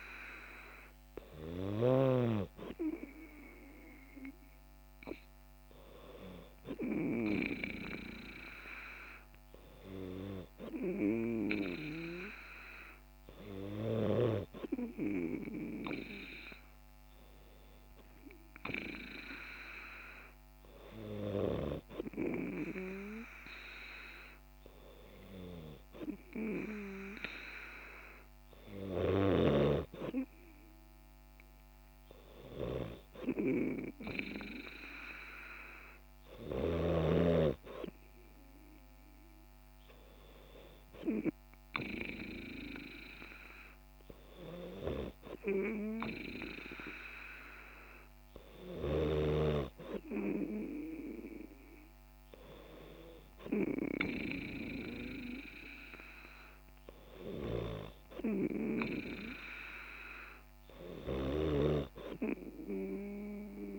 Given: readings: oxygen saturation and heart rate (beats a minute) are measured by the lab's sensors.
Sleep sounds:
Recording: breathing in sleep by a microphone on the trachea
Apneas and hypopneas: none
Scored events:
none scored
From the record:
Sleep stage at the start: N3 (deep sleep)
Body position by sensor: on the back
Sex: female

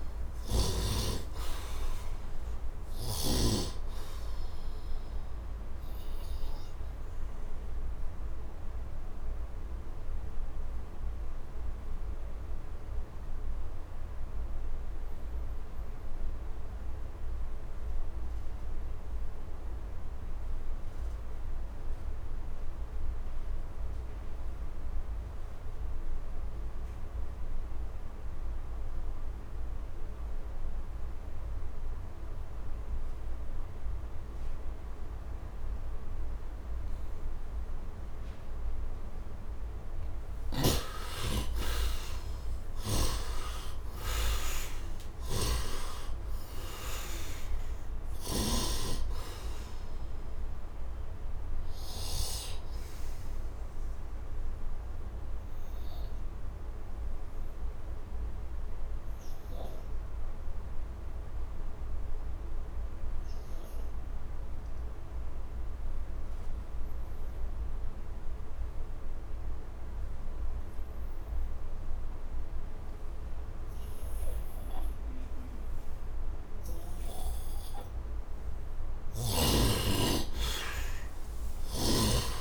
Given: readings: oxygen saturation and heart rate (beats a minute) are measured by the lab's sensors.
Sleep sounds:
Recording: breathing in sleep by a room microphone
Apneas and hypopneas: 2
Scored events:
0.00-1.00 s: arousal
0.00-22.50 s: bradycardia (device-marked, heart rate 31 extreme)
0.00-25.50 s: oxygen desaturation (device-marked, oxygen 70% lowest)
6.50-39.00 s: obstructive apnea (oxygen 98% before, 67% lowest)
27.50-69.50 s: oxygen desaturation (device-marked, oxygen 99% before, 67% lowest)
40.00-48.00 s: snoring (device-marked)
41.00-46.50 s: arousal
54.50-78.00 s: obstructive apnea (oxygen 99% before, 67% lowest)
74.50-82.41 s: oxygen desaturation (device-marked, oxygen 99% before, 73% lowest)
80.50-82.41 s: arousal
From the record:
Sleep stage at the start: N2 (light sleep)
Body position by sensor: on the right side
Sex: male

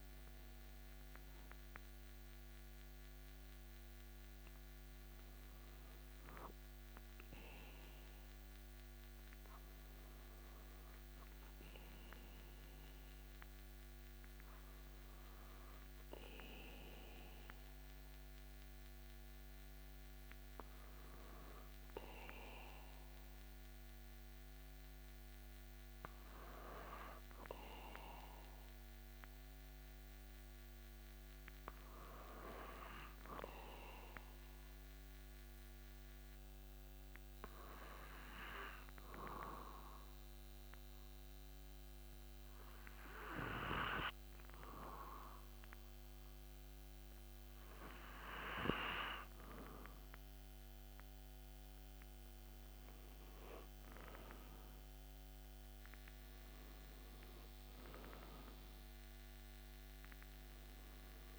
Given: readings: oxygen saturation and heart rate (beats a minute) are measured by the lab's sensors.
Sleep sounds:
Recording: breathing in sleep by a microphone on the trachea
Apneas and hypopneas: 1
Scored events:
26.00-49.50 s: hypopnea (oxygen 99% before, 95% lowest)
51.50-55.50 s: arousal
From the record:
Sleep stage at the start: N2 (light sleep)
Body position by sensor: on the back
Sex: male

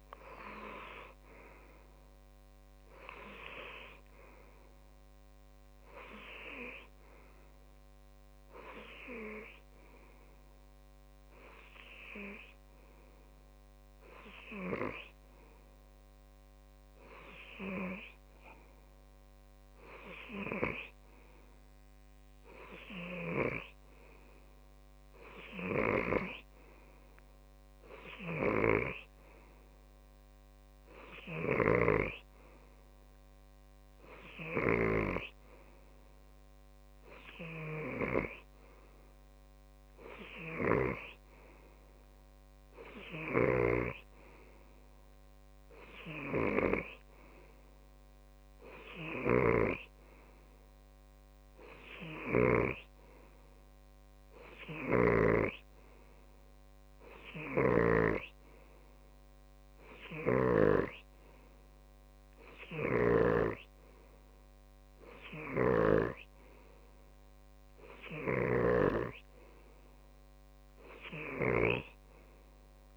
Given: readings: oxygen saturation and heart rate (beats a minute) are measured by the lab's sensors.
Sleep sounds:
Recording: breathing in sleep by a microphone on the trachea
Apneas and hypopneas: none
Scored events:
58.00-64.00 s: snoring (device-marked)
From the record:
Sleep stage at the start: N2 (light sleep)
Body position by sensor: on the left side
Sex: male

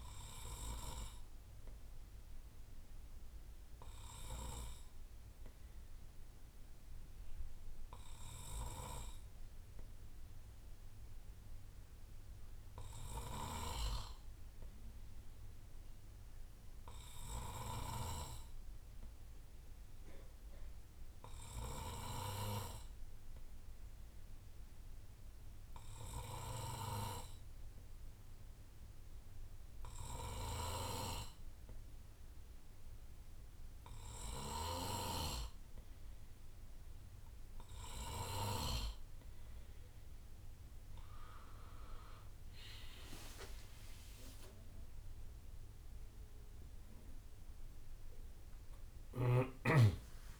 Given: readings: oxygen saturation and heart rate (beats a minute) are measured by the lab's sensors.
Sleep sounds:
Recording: breathing in sleep by a room microphone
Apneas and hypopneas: 1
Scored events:
0.50-2.50 s: bradycardia (device-marked, heart rate 64 before, 61 extreme)
2.50-35.50 s: hypopnea (oxygen 96% before, 93% lowest, heart rate 64 before, 60 extreme, up 3 after)
13.50-18.50 s: snoring (device-marked)
22.50-47.50 s: oxygen desaturation (device-marked, oxygen 97% before, 93% lowest, heart rate 61 before, 60 extreme)
26.50-39.00 s: snoring (device-marked)
41.50-50.40 s: drop in pulse transit time (device-marked, heart rate 65 before, 63 extreme)
48.50-50.40 s: arousal
From the record:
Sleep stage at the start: N2 (light sleep)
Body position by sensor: on the right side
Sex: male

